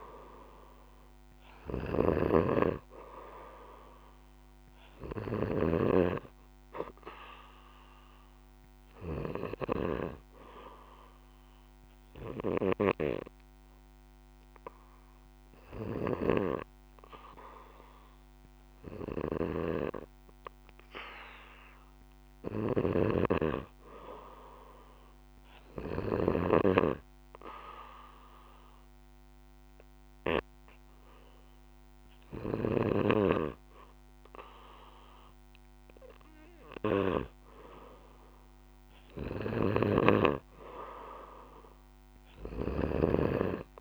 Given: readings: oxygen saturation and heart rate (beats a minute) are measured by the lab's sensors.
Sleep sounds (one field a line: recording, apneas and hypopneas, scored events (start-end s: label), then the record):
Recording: breathing in sleep by a microphone on the trachea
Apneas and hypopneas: 1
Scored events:
0.00-5.50 s: snoring (device-marked)
9.50-23.00 s: hypopnea (oxygen 95% before, 93% lowest, heart rate 60 before, 58 extreme, up 4 after)
19.00-26.50 s: snoring (device-marked)
27.50-31.00 s: arousal
39.50-43.81 s: snoring (device-marked)
From the record:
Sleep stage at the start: N2 (light sleep)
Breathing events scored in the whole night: 235 in 4.1 hours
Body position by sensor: on the back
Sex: male